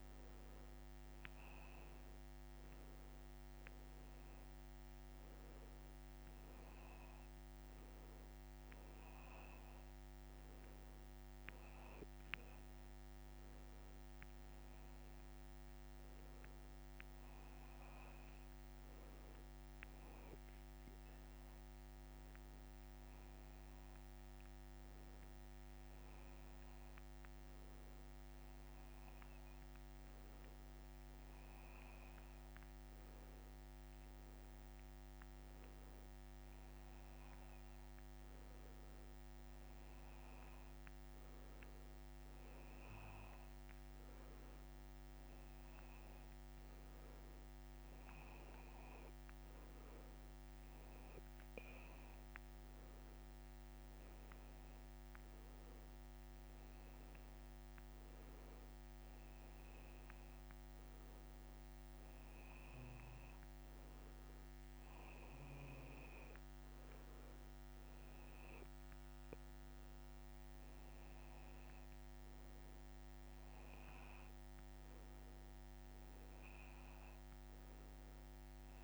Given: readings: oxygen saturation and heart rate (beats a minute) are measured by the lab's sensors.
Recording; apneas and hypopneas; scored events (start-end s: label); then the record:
breathing in sleep, hard to hear, by a microphone on the trachea; none
68.50-78.84 s: bradycardia (device-marked)
From the record:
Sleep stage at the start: N2 (light sleep); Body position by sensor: on the back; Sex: male